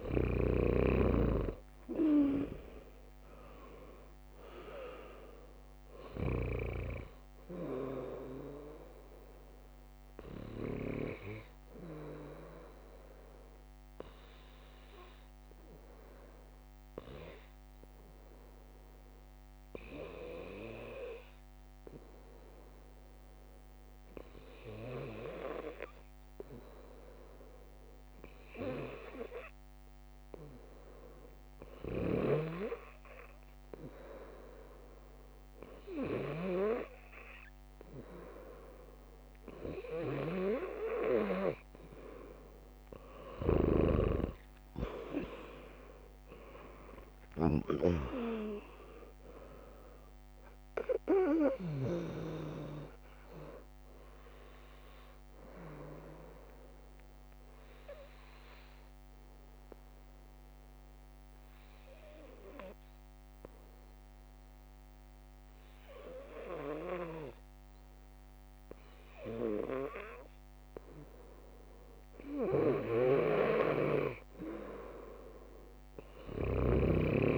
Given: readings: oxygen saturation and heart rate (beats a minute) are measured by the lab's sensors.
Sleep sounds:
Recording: breathing in sleep by a microphone on the trachea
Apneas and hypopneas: 1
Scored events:
6.00-27.00 s: drop in pulse transit time (device-marked, heart rate 64 before, 76 extreme)
34.00-36.00 s: bradycardia (device-marked, heart rate 72 before, 58 extreme)
43.00-47.50 s: snoring (device-marked)
44.00-56.00 s: drop in pulse transit time (device-marked, heart rate 66 before, 63 extreme)
47.50-52.00 s: arousal
56.50-70.50 s: obstructive apnea (oxygen 99% before, 96% lowest, heart rate 71 before, 57 extreme)
68.00-77.00 s: bradycardia (device-marked, heart rate 72 before, 57 extreme)
73.50-77.38 s: arousal
From the record:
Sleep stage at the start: N2 (light sleep)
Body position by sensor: on the left side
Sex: female

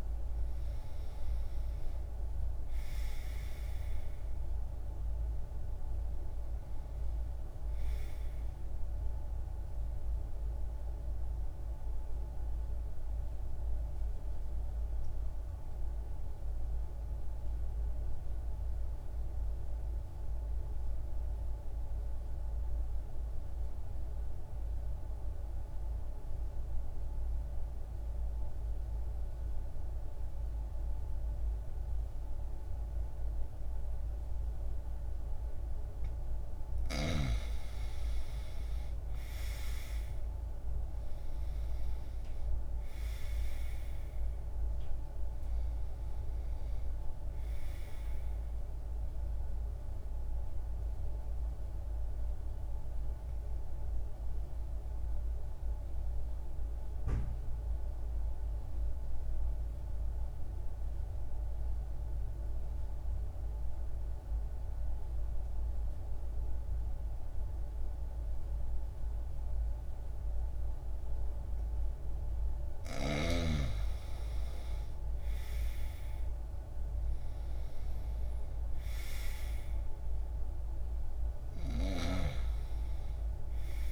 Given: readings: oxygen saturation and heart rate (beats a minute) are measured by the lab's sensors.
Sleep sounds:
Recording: breathing in sleep, hard to hear, by a room microphone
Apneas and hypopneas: 2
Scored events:
0.00-1.50 s: arousal
0.00-27.00 s: oxygen desaturation (device-marked, oxygen 78% lowest, heart rate 59 extreme)
10.00-34.50 s: obstructive apnea (oxygen 96% before, 78% lowest, heart rate 63 before, 60 extreme, up 4 after)
35.00-66.00 s: oxygen desaturation (device-marked, oxygen 99% before, 80% lowest, heart rate 61 before, 60 extreme)
38.00-42.50 s: arousal
50.00-72.00 s: obstructive apnea (oxygen 99% before, 80% lowest, heart rate 63 before, 60 extreme, up 3 after)
73.00-77.50 s: arousal
73.00-83.92 s: oxygen desaturation (device-marked, oxygen 98% before, 83% lowest, heart rate 62 before, 60 extreme)
From the record:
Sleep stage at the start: N2 (light sleep)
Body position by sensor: on the right side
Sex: male

